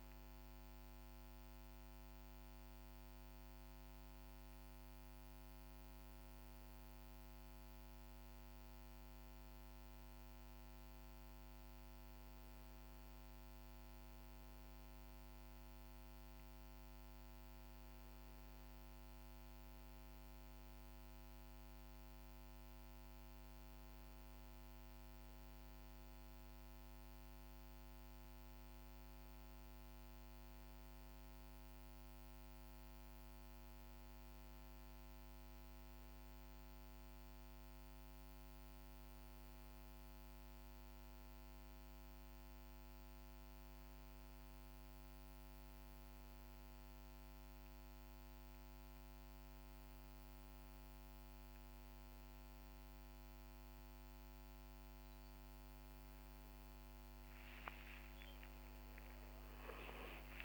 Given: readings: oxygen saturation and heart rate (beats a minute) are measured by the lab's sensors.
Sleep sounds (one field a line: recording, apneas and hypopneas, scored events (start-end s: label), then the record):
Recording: breathing in sleep, hard to hear, by a microphone on the trachea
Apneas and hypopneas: none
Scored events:
48.50-60.44 s: new sleep stage, awake
From the record:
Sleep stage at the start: N1 (lightest sleep)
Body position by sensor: on the right side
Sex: male